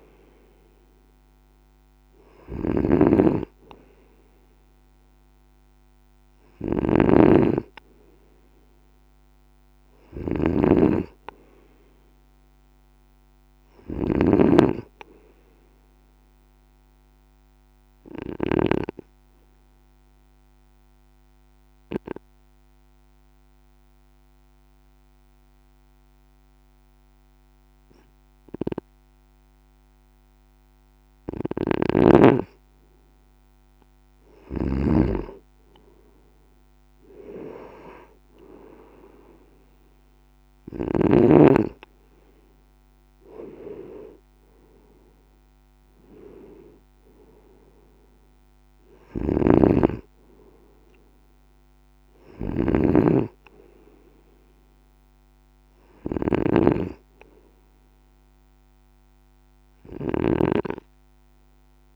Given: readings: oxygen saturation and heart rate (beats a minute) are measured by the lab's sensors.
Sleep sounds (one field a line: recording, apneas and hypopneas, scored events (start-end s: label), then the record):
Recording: breathing in sleep by a microphone on the trachea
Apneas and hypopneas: 1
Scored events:
0.00-18.50 s: snoring (device-marked)
11.00-14.50 s: arousal
17.00-32.00 s: obstructive apnea (oxygen 96% before, 94% lowest, heart rate 56 before, 52 extreme, up 8 after)
31.50-41.00 s: snoring (device-marked)
32.50-35.50 s: arousal
49.00-61.96 s: snoring (device-marked)
From the record:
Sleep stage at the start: N2 (light sleep)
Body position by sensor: on the right side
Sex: male